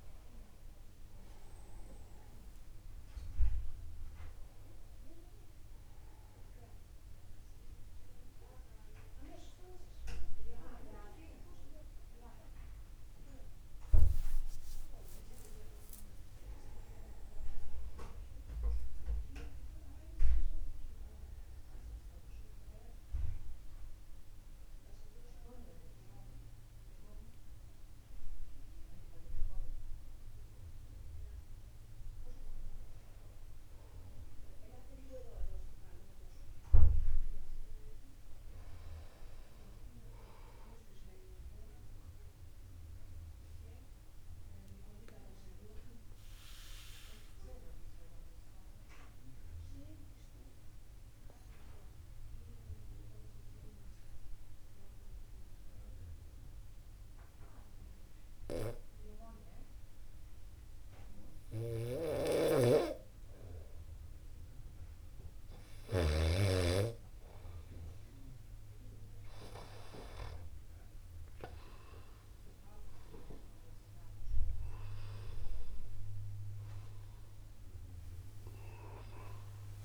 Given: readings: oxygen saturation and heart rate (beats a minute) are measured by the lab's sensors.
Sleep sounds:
a person partly awake in a sleep study, by a room microphone; 2
14.00-16.00 s: long interval between heartbeats (device-marked, heart rate 51 before, 57 extreme)
19.00-79.00 s: new sleep stage, N2 (light sleep)
22.00-32.00 s: obstructive apnea (oxygen 98% before, 94% lowest, heart rate 60 before, 49 extreme, up 0 after)
35.00-39.00 s: arousal
44.00-64.50 s: obstructive apnea (oxygen 98% before, 93% lowest, heart rate 49 before, 49 extreme, up 1 after)
62.00-66.50 s: snoring (device-marked)
69.00-73.00 s: arousal
79.00-79.85 s: new sleep stage, N1 (lightest sleep)
From the record:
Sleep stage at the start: awake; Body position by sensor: upright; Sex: male

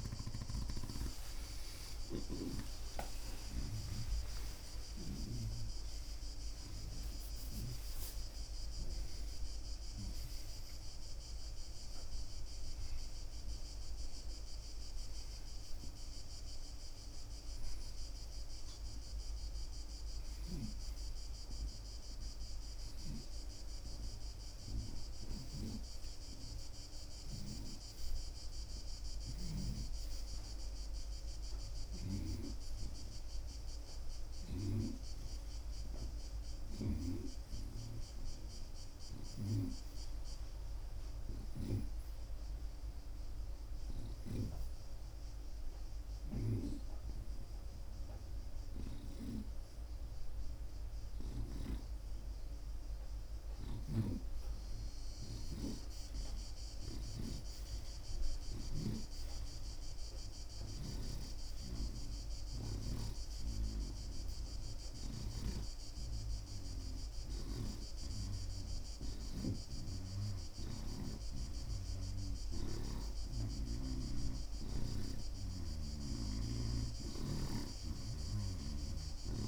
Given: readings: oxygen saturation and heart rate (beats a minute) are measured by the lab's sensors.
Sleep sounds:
breathing in sleep by a room microphone; 1
2.50-7.50 s: arousal
12.50-27.50 s: oxygen desaturation (device-marked, oxygen 91% before, 87% lowest)
29.00-32.50 s: snoring (device-marked)
35.50-39.50 s: arousal
43.00-53.00 s: hypopnea (oxygen 93% before, 86% lowest, heart rate 32 before, 25 extreme, up 12 after)
51.50-63.00 s: snoring (device-marked)
54.50-59.50 s: arousal
59.50-75.50 s: oxygen desaturation (device-marked, oxygen 89% before, 86% lowest)
65.00-75.50 s: snoring (device-marked)
77.50-79.48 s: snoring (device-marked)
From the record:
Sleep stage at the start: REM sleep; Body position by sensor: on the right side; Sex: male

